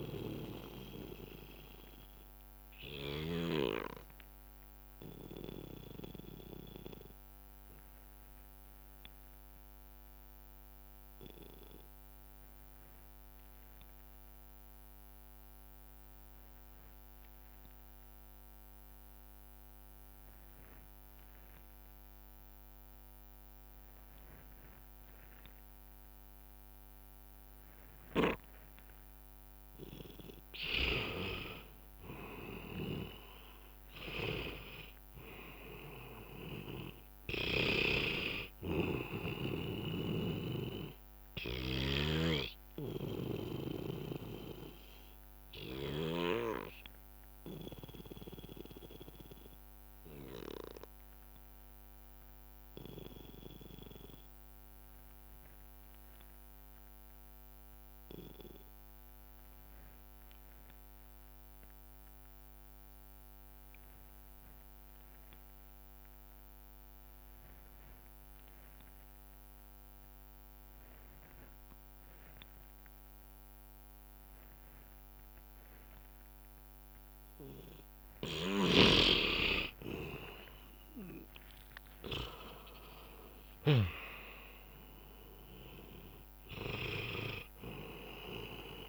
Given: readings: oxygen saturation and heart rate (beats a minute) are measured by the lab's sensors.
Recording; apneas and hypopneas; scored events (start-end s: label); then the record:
breathing in sleep by a microphone on the trachea; 2
0.00-3.50 s: snoring (device-marked)
0.00-9.50 s: bradycardia (device-marked, heart rate 54 extreme)
0.00-9.50 s: oxygen desaturation (device-marked, oxygen 89% lowest, heart rate 54 extreme)
2.50-30.00 s: obstructive apnea (oxygen 98% before, 86% lowest, heart rate 67 before, 54 extreme, up 7 after)
20.50-22.50 s: bradycardia (device-marked, heart rate 68 before, 61 extreme)
23.50-51.50 s: oxygen desaturation (device-marked, oxygen 99% before, 89% lowest, heart rate 59 before, 54 extreme)
31.50-35.50 s: arousal
40.50-53.50 s: bradycardia (device-marked, heart rate 68 before, 54 extreme)
42.00-46.00 s: snoring (device-marked)
46.00-78.00 s: obstructive apnea (oxygen 99% before, 85% lowest, heart rate 62 before, 53 extreme, up 19 after)
63.50-65.50 s: bradycardia (device-marked, heart rate 67 before, 59 extreme)
70.50-88.89 s: oxygen desaturation (device-marked, oxygen 99% before, 85% lowest, heart rate 59 before, 53 extreme)
78.50-84.00 s: snoring (device-marked)
81.00-84.50 s: arousal
81.50-88.89 s: drop in pulse transit time (device-marked, heart rate 61 before, 60 extreme)
From the record:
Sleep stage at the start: N2 (light sleep); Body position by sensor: on the back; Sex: male